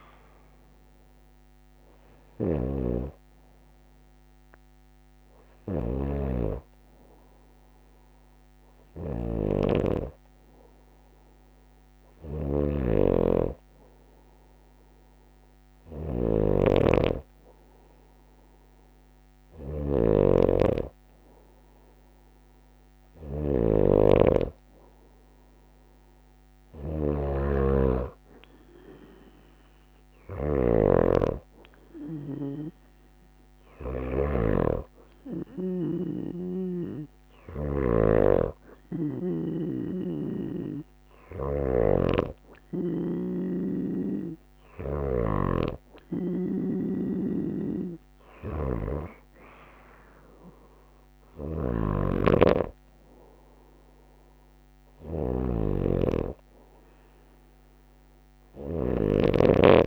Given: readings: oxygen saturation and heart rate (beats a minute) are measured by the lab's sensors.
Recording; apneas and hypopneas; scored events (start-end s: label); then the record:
breathing in sleep by a microphone on the trachea; none
1.50-5.50 s: snoring (device-marked)
11.50-34.00 s: snoring (device-marked)
From the record:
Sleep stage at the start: N2 (light sleep); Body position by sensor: on the right side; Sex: female